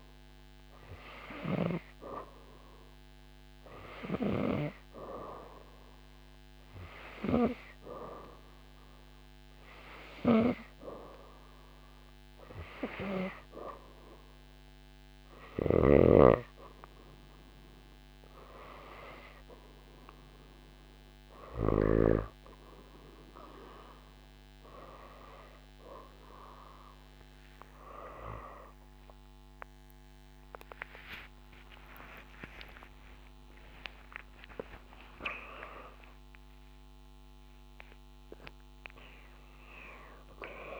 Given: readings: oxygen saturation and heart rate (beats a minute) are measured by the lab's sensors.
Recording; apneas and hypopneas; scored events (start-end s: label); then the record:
breathing in sleep by a microphone on the trachea; none
27.00-39.00 s: tachycardia (device-marked, heart rate 79 before, 141 extreme)
30.50-34.50 s: arousal
From the record:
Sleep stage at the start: N2 (light sleep); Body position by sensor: upright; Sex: female